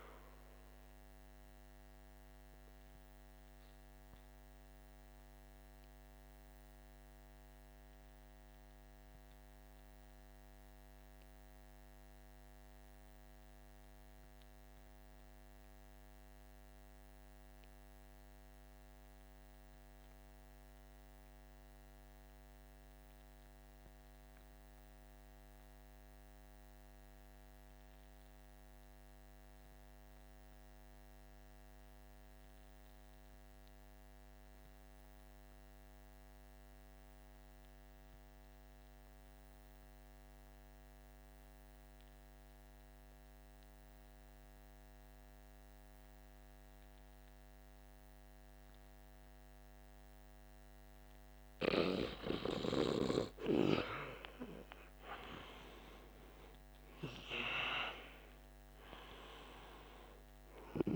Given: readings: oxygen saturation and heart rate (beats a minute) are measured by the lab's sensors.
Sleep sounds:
breathing in sleep by a microphone on the trachea; 1
0.00-13.00 s: oxygen desaturation (device-marked, oxygen 77% lowest, heart rate 48 extreme)
1.00-49.50 s: obstructive apnea (oxygen 93% before, 71% lowest, heart rate 60 before, 48 extreme, up 17 after)
29.00-60.95 s: oxygen desaturation (device-marked, oxygen 99% before, 71% lowest, heart rate 49 before, 47 extreme)
52.50-58.50 s: arousal
From the record:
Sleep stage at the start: N2 (light sleep); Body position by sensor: on the back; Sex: male

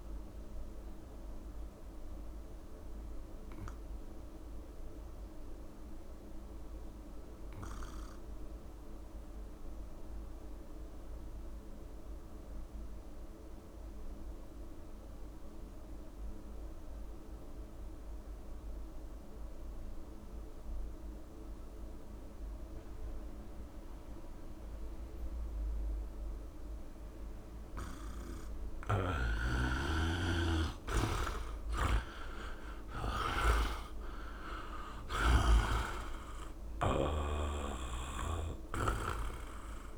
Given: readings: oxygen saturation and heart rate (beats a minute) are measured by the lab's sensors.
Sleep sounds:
breathing in sleep by a room microphone; 1
0.00-10.50 s: oxygen desaturation (device-marked, oxygen 83% lowest, heart rate 67 extreme)
0.50-29.00 s: obstructive apnea (oxygen 98% before, 76% lowest, heart rate 73 before, 67 extreme, up 29 after)
20.50-39.98 s: oxygen desaturation (device-marked, oxygen 97% before, 76% lowest, heart rate 73 before, 63 extreme)
29.50-35.50 s: snoring (device-marked)
31.50-35.00 s: arousal
31.50-39.98 s: new sleep stage, REM sleep
33.00-35.00 s: long interval between heartbeats (device-marked, heart rate 71 before, 84 extreme)
35.00-37.00 s: long interval between heartbeats (device-marked, heart rate 72 before, 96 extreme)
37.50-39.98 s: snoring (device-marked)
From the record:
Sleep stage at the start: N2 (light sleep); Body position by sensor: on the back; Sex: male

